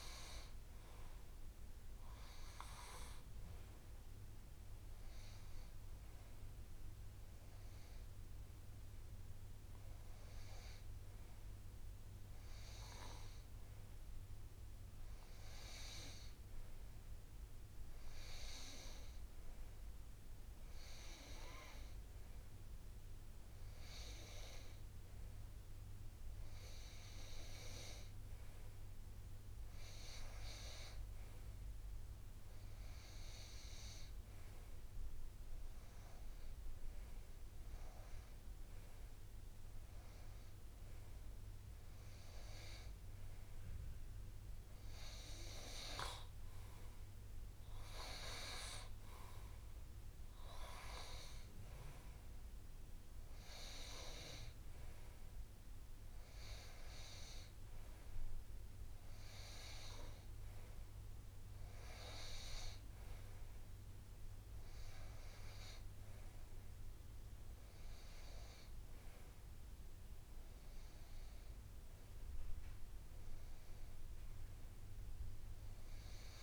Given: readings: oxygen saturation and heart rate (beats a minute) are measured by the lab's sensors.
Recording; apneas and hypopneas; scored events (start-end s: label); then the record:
breathing in sleep by a room microphone; none
none scored
From the record:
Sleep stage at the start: N2 (light sleep); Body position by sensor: on the right side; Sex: male